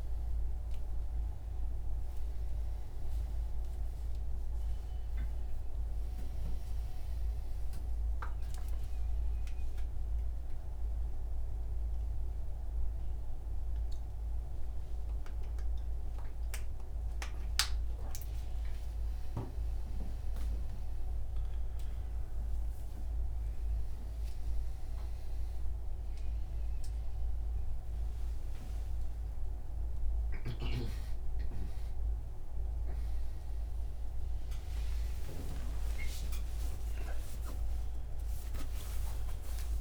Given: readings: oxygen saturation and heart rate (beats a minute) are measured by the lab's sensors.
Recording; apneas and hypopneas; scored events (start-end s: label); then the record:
a person awake in a sleep study, by a room microphone; none
none scored
From the record:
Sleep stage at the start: awake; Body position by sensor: upright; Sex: male